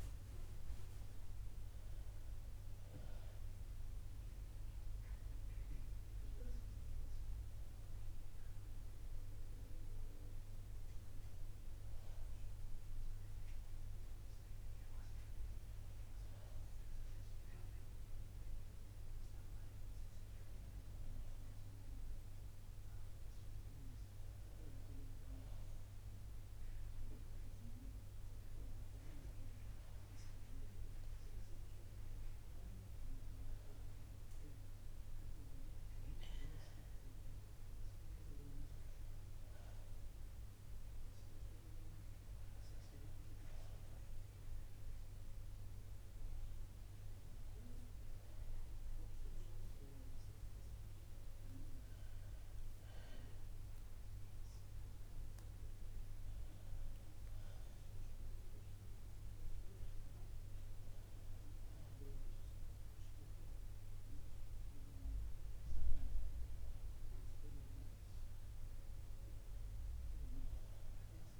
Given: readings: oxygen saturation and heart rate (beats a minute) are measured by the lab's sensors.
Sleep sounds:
breathing in sleep, hard to hear, by a room microphone; none
9.00-18.00 s: oxygen desaturation (device-marked, oxygen 94% before, 91% lowest, heart rate 81 before, 60 extreme)
49.00-71.39 s: new sleep stage, N2 (light sleep)
From the record:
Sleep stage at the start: N1 (lightest sleep); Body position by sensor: on the back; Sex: female

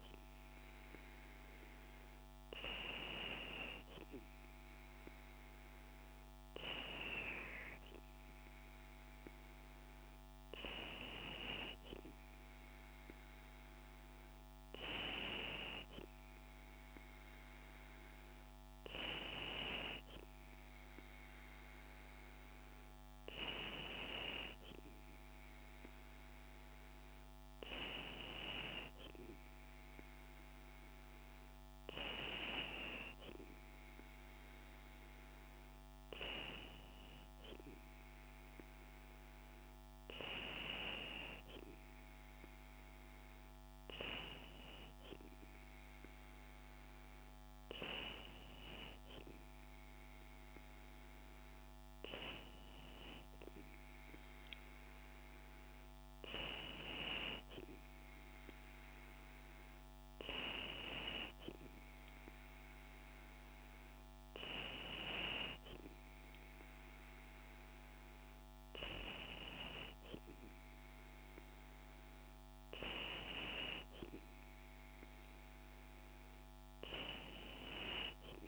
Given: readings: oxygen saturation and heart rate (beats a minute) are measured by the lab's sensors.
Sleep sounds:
breathing in sleep by a microphone on the trachea; none
none scored
From the record:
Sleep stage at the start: N2 (light sleep); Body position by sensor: on the back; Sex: female

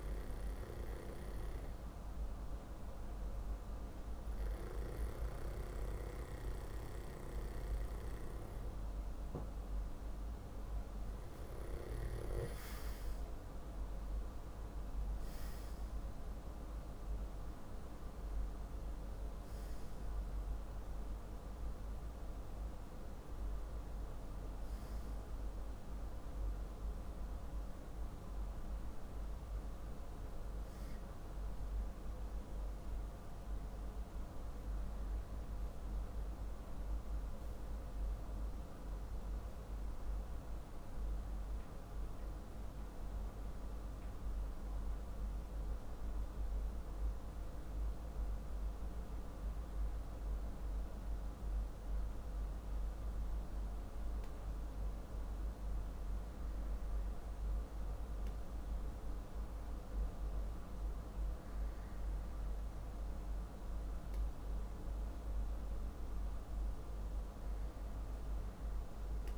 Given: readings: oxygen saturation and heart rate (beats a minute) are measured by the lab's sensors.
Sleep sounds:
breathing in sleep, hard to hear, by a room microphone; 1
29.50-33.00 s: arousal
36.50-55.50 s: hypopnea (oxygen 95% before, 94% lowest, heart rate 50 before, 48 extreme, up 2 after)
57.00-60.00 s: arousal
From the record:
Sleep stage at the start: N2 (light sleep); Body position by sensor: on the back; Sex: male

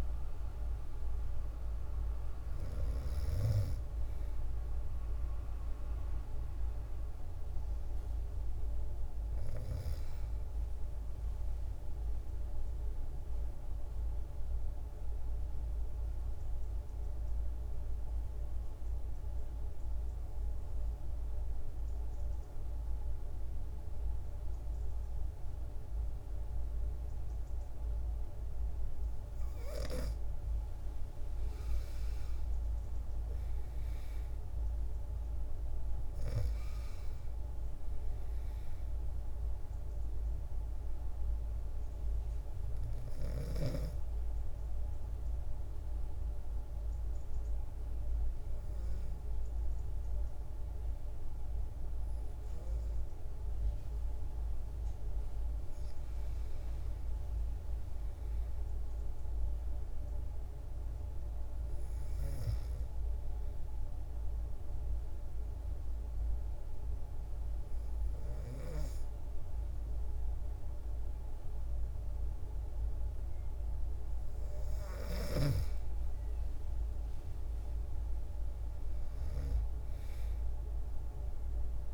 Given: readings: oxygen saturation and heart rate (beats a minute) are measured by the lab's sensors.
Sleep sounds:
breathing in sleep, hard to hear, by a room microphone; 3
0.00-17.00 s: oxygen desaturation (device-marked, oxygen 91% lowest, heart rate 44 extreme)
12.00-28.50 s: obstructive apnea (oxygen 96% before, 91% lowest, heart rate 114 before, 113 extreme, up 33 after)
30.50-35.00 s: arousal
32.00-55.00 s: oxygen desaturation (device-marked, oxygen 98% before, 92% lowest, heart rate 147 before, 50 extreme)
44.00-54.50 s: obstructive apnea (oxygen 98% before, 92% lowest, heart rate 133 before, 50 extreme, up 4 after)
56.00-59.00 s: arousal
63.00-73.00 s: obstructive apnea (oxygen 98% before, 92% lowest, heart rate 138 before, 123 extreme)
73.50-77.50 s: arousal
From the record:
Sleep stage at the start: N2 (light sleep); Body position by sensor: on the back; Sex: female

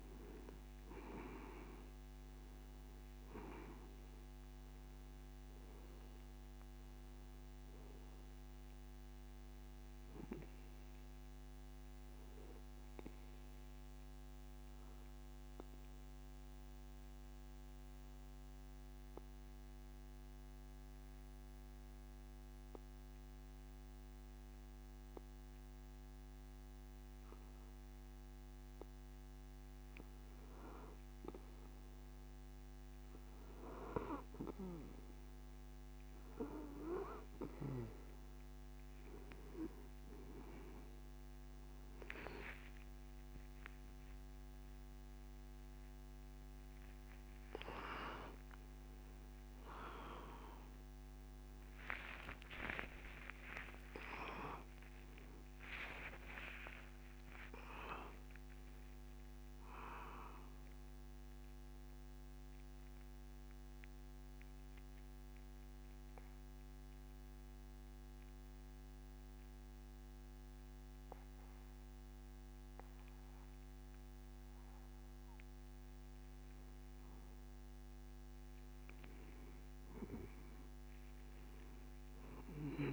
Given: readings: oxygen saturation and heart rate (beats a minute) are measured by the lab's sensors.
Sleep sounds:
breathing in sleep by a microphone on the trachea; 2
0.00-1.50 s: arousal
0.00-24.50 s: oxygen desaturation (device-marked, oxygen 91% lowest)
12.50-29.50 s: mixed apnea (oxygen 96% before, 91% lowest)
39.50-71.50 s: oxygen desaturation (device-marked, oxygen 96% before, 91% lowest)
49.50-55.00 s: arousal
61.50-76.50 s: mixed apnea (oxygen 96% before, 92% lowest)
80.50-82.92 s: arousal
From the record:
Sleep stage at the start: N2 (light sleep); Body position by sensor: on the back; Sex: male

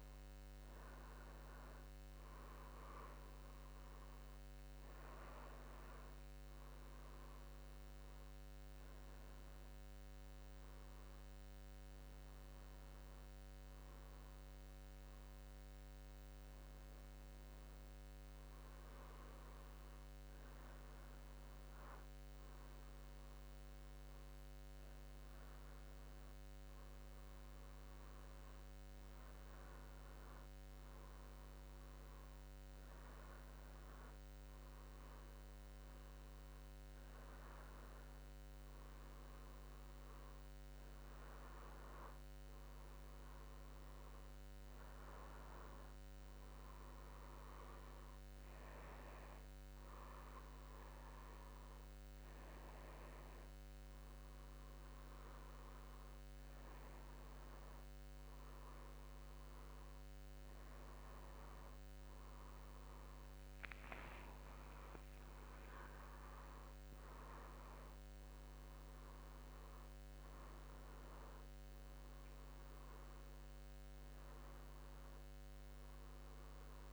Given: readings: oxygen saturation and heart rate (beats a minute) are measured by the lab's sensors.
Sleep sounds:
a person partly awake in a sleep study, by a microphone on the trachea; none
7.50-76.92 s: new sleep stage, N1 (lightest sleep)
From the record:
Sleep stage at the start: awake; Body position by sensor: on the back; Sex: male

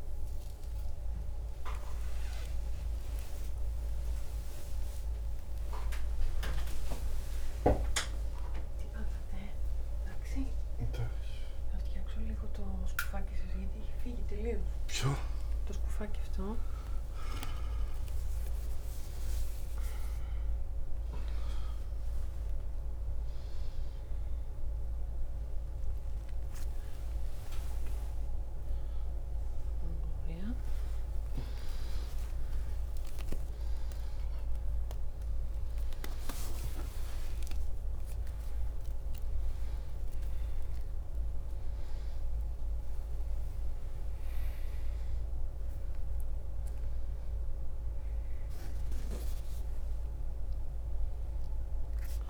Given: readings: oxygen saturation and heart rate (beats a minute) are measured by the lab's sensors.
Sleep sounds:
a person awake in a sleep study, by a room microphone; none
1.00-11.00 s: oxygen desaturation (device-marked, oxygen 98% before, 95% lowest)
23.00-35.00 s: oxygen desaturation (device-marked, oxygen 97% before, 92% lowest)
From the record:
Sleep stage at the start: awake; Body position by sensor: on the back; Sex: male

